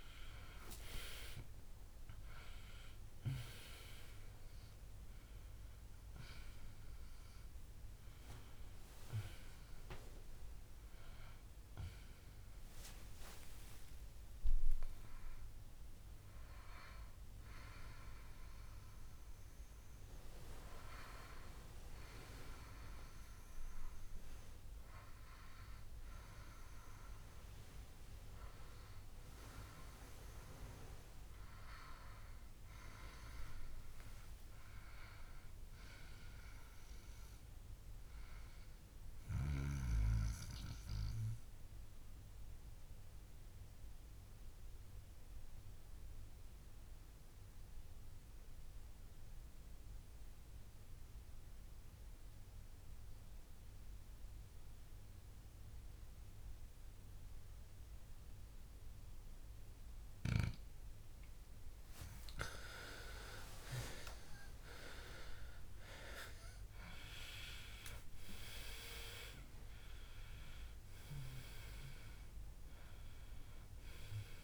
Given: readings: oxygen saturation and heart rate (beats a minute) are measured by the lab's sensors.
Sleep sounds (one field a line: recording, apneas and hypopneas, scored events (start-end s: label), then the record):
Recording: breathing in sleep by a room microphone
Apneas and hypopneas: 1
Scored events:
0.00-27.00 s: oxygen desaturation (device-marked, oxygen 88% lowest, heart rate 55 extreme)
5.50-7.50 s: long interval between heartbeats (device-marked, heart rate 71 before, 89 extreme)
29.50-33.00 s: arousal
39.50-62.00 s: obstructive apnea (oxygen 100% before, 91% lowest, heart rate 73 before, 54 extreme, up 19 after)
59.00-74.44 s: oxygen desaturation (device-marked, oxygen 98% before, 91% lowest, heart rate 59 before, 61 extreme)
63.50-66.00 s: arousal
71.00-74.44 s: new sleep stage, N1 (lightest sleep)
From the record:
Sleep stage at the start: N2 (light sleep)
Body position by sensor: on the back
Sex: male